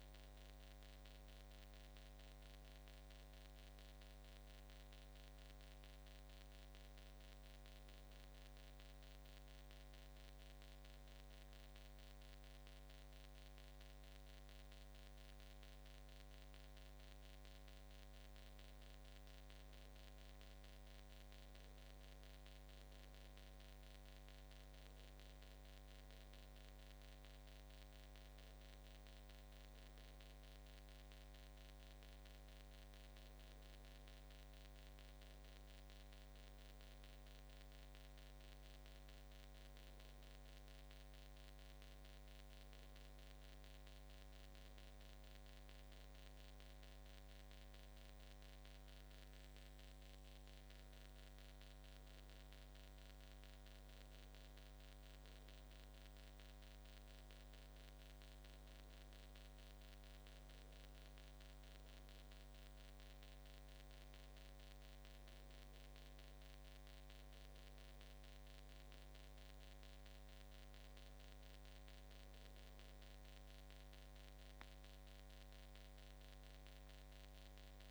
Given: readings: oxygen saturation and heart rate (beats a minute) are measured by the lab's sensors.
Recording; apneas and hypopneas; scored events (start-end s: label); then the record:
breathing in sleep, hard to hear, by a microphone on the trachea; none
none scored
From the record:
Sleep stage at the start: N2 (light sleep); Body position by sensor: on the back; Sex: male